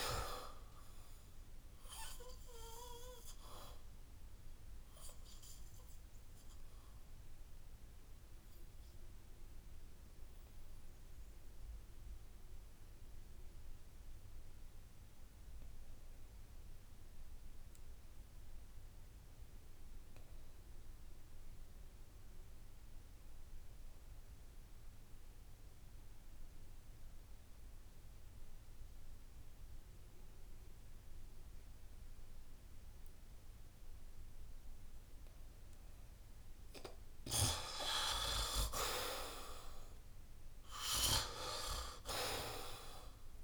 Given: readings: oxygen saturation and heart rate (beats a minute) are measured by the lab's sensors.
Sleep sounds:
breathing in sleep by a room microphone; 1
0.00-20.50 s: oxygen desaturation (device-marked, oxygen 76% lowest, heart rate 65 extreme)
8.50-35.50 s: obstructive apnea (oxygen 94% before, 75% lowest, heart rate 73 before, 65 extreme, up 9 after)
26.50-43.44 s: oxygen desaturation (device-marked, oxygen 96% before, 75% lowest, heart rate 69 before, 66 extreme)
39.00-42.50 s: arousal
From the record:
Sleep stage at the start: N2 (light sleep); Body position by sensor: on the back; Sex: male

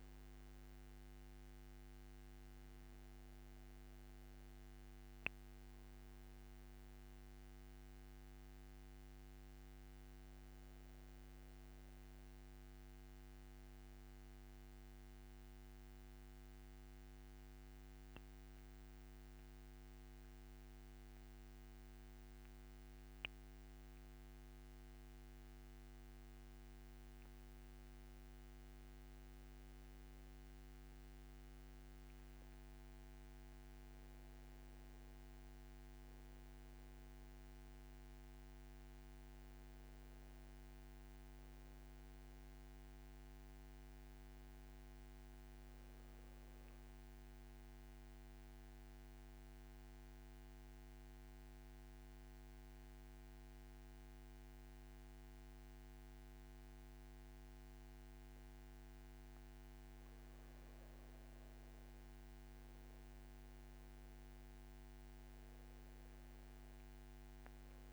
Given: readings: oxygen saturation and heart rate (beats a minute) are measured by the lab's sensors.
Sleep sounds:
breathing in sleep, hard to hear, by a microphone on the trachea; 2
0.00-17.00 s: oxygen desaturation (device-marked, oxygen 89% lowest, heart rate 62 extreme)
10.00-67.93 s: new sleep stage, N2 (light sleep)
14.50-27.50 s: central apnea (oxygen 94% before, 91% lowest, heart rate 73 before, 62 extreme, up 3 after)
30.00-34.00 s: arousal
37.00-52.00 s: oxygen desaturation (device-marked, oxygen 98% before, 94% lowest, heart rate 67 before, 60 extreme)
47.00-59.50 s: mixed apnea (oxygen 98% before, 90% lowest, heart rate 66 before, 60 extreme, up 4 after)
61.50-65.00 s: arousal
From the record:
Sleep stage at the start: N1 (lightest sleep); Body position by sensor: on the back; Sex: male

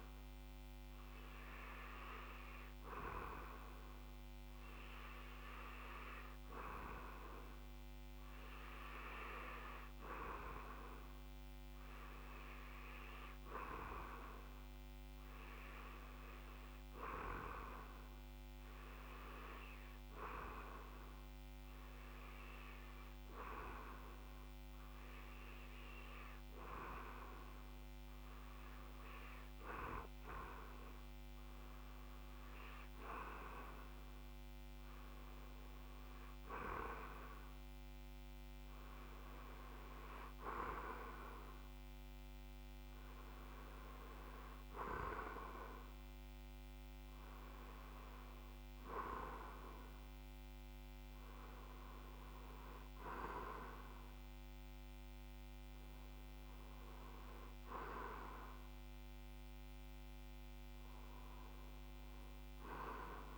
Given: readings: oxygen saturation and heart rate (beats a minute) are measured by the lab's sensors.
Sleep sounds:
breathing in sleep by a microphone on the trachea; none
none scored
From the record:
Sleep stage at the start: REM sleep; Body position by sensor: on the back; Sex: male

